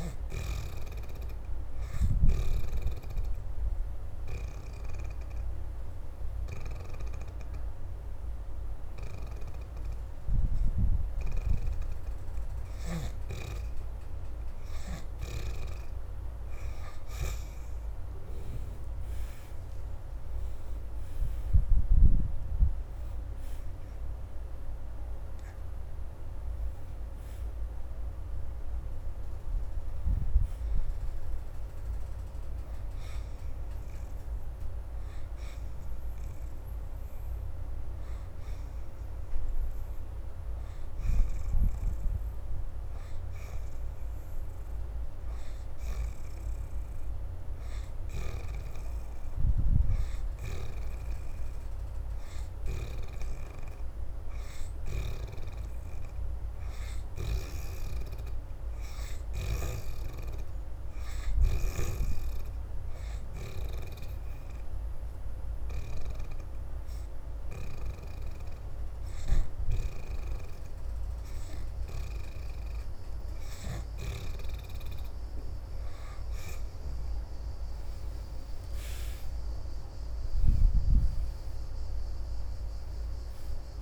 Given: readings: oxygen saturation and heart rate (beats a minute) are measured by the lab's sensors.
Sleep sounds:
breathing in sleep by a room microphone; 2
1.50-18.50 s: oxygen desaturation (device-marked, oxygen 78% before, 63% lowest, heart rate 79 before, 59 extreme)
2.50-14.00 s: obstructive apnea (oxygen 78% before, 57% lowest, heart rate 79 before, 59 extreme, up 0 after)
18.00-23.50 s: arousal
29.50-43.50 s: oxygen desaturation (device-marked, oxygen 75% before, 57% lowest, heart rate 75 before, 75 extreme)
53.50-80.50 s: oxygen desaturation (device-marked, oxygen 82% before, 69% lowest, heart rate 77 before, 73 extreme)
63.00-74.00 s: hypopnea (oxygen 82% before, 61% lowest, heart rate 78 before, 73 extreme, up 1 after)
77.00-81.50 s: arousal
82.50-83.82 s: oxygen desaturation (device-marked, oxygen 72% before, 61% lowest, heart rate 82 before, 73 extreme)
From the record:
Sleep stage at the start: N2 (light sleep); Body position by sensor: upright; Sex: female

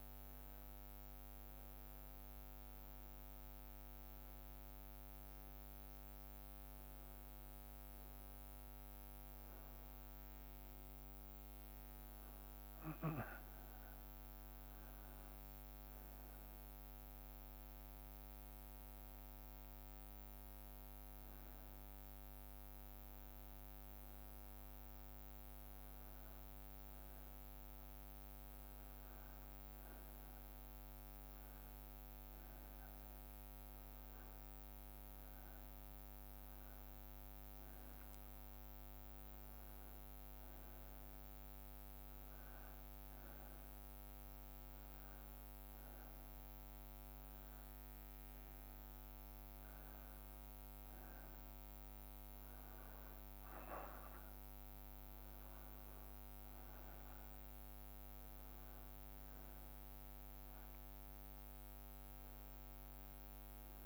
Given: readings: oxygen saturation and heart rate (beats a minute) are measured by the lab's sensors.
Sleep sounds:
breathing in sleep, hard to hear, by a microphone on the trachea; none
1.50-3.50 s: long interval between heartbeats (device-marked, heart rate 57 before, 60 extreme)
1.50-12.50 s: drop in pulse transit time (device-marked, heart rate 57 before, 56 extreme)
From the record:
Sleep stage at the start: N2 (light sleep); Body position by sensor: on the back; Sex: male

